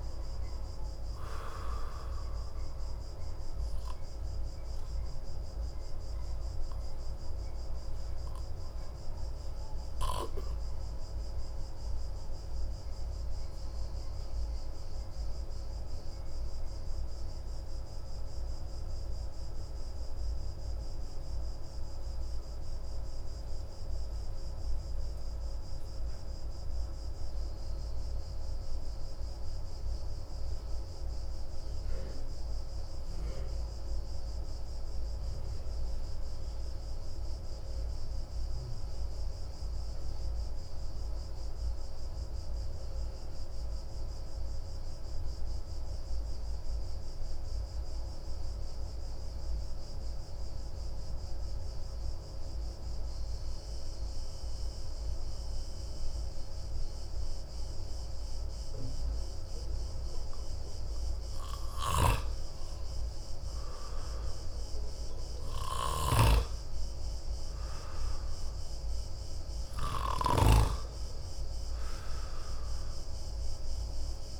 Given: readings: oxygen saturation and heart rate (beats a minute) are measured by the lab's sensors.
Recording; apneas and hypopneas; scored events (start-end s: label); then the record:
breathing in sleep by a room microphone; 1
0.00-29.50 s: oxygen desaturation (device-marked, oxygen 91% lowest)
11.50-59.50 s: obstructive apnea (oxygen 95% before, 87% lowest)
45.50-58.50 s: oxygen desaturation (device-marked, oxygen 97% before, 92% lowest)
62.50-66.50 s: arousal
67.50-74.40 s: oxygen desaturation (device-marked, oxygen 93% before, 87% lowest)
From the record:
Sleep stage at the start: N2 (light sleep); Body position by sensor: on the back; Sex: male